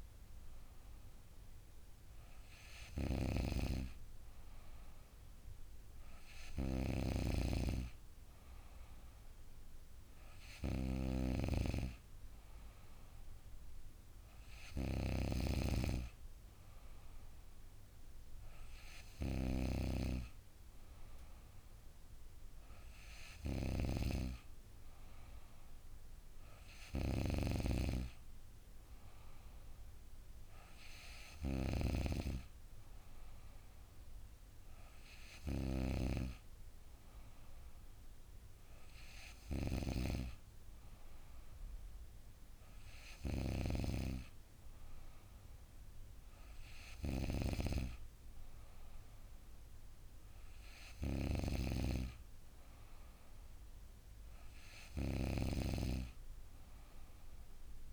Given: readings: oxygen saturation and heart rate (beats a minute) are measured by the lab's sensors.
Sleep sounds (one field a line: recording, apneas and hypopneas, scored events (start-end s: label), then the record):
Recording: breathing in sleep by a room microphone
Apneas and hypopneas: none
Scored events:
none scored
From the record:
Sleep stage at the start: N3 (deep sleep)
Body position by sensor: on the back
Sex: female